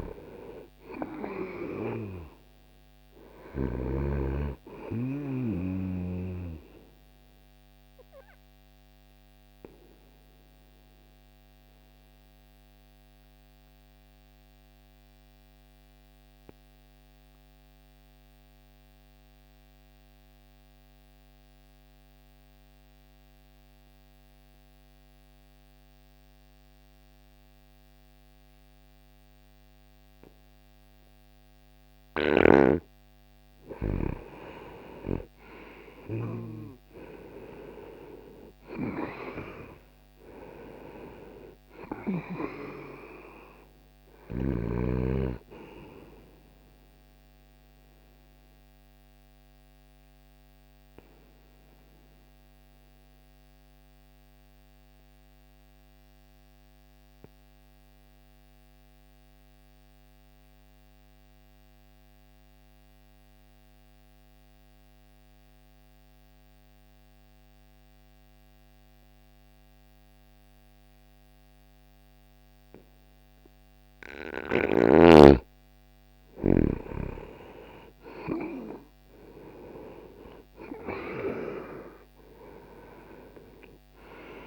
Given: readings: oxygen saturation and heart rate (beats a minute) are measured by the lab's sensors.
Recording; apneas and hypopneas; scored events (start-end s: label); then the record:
breathing in sleep by a microphone on the trachea; 2
0.00-25.50 s: oxygen desaturation (device-marked, oxygen 84% lowest)
6.50-32.50 s: obstructive apnea (oxygen 98% before, 83% lowest)
31.50-63.50 s: oxygen desaturation (device-marked, oxygen 98% before, 83% lowest)
34.00-38.50 s: arousal
47.00-74.50 s: mixed apnea (oxygen 98% before, 83% lowest)
76.00-80.00 s: arousal
82.50-84.47 s: oxygen desaturation (device-marked, oxygen 98% before, 83% lowest)
From the record:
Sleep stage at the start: N2 (light sleep); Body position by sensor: on the back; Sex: male